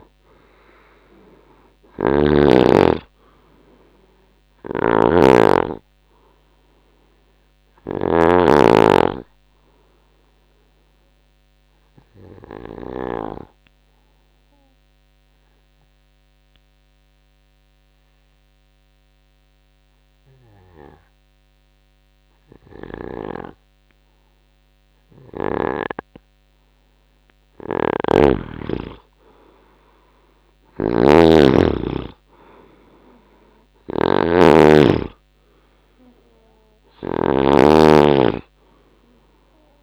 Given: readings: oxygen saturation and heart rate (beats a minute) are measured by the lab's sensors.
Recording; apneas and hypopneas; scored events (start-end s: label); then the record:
breathing in sleep by a microphone on the trachea; 1
0.00-1.50 s: arousal
0.00-8.00 s: snoring (device-marked)
0.00-19.50 s: oxygen desaturation (device-marked, oxygen 87% lowest, heart rate 71 extreme)
1.50-8.50 s: tachycardia (device-marked, heart rate 77 before, 120 extreme)
14.50-27.00 s: obstructive apnea (oxygen 96% before, 89% lowest, heart rate 100 before, 74 extreme, up 31 after)
27.50-39.83 s: snoring (device-marked)
29.50-33.50 s: arousal
32.50-39.83 s: oxygen desaturation (device-marked, oxygen 98% before, 91% lowest, heart rate 84 before, 72 extreme)
From the record:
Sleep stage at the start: N2 (light sleep); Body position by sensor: on the right side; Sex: male